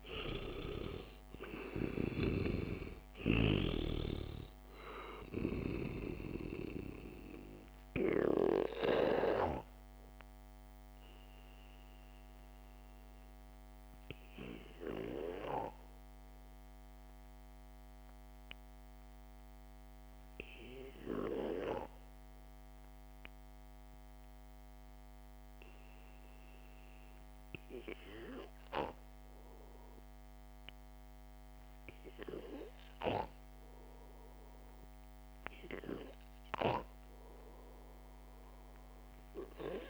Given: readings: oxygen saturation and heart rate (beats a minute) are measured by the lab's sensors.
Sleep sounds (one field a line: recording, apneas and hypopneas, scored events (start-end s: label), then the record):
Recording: breathing in sleep by a microphone on the trachea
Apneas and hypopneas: 1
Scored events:
0.00-4.50 s: arousal
0.00-27.50 s: oxygen desaturation (device-marked, oxygen 91% lowest, heart rate 54 extreme)
11.50-28.00 s: mixed apnea (oxygen 98% before, 91% lowest, heart rate 60 before, 54 extreme, up 3 after)
30.50-34.50 s: arousal
From the record:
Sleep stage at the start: N2 (light sleep)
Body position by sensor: on the back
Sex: male